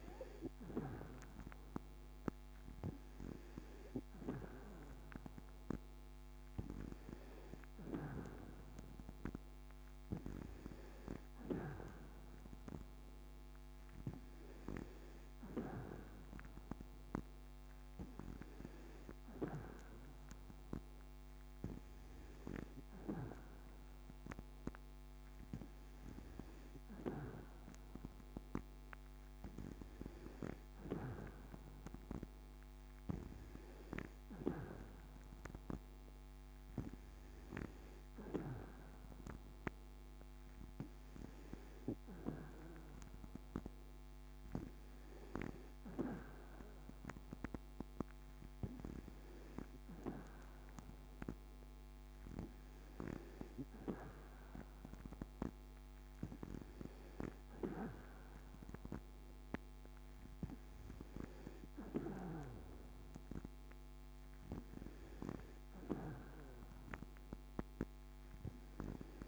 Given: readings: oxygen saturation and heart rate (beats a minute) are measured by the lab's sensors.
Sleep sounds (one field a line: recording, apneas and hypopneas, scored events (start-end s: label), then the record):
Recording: breathing in sleep by a microphone on the trachea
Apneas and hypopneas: none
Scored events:
none scored
From the record:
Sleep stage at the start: N2 (light sleep)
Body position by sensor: on the back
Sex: female